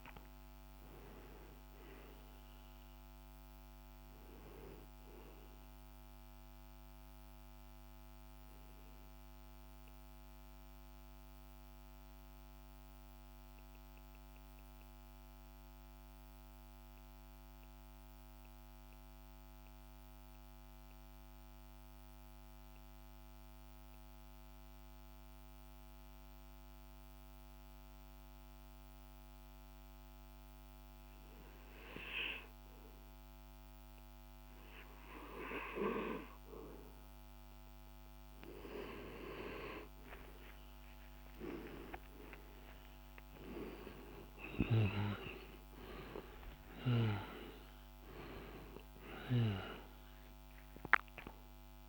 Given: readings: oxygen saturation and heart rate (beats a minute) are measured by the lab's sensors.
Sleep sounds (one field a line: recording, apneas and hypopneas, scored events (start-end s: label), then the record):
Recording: breathing in sleep by a microphone on the trachea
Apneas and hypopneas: 1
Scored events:
0.00-17.50 s: oxygen desaturation (device-marked, oxygen 89% lowest, heart rate 46 extreme)
4.50-36.00 s: mixed apnea (oxygen 99% before, 90% lowest, heart rate 57 before, 46 extreme, up 15 after)
27.50-51.89 s: oxygen desaturation (device-marked, oxygen 100% before, 90% lowest, heart rate 47 before, 46 extreme)
40.00-45.50 s: arousal
From the record:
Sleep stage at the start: N2 (light sleep)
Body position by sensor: on the back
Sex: male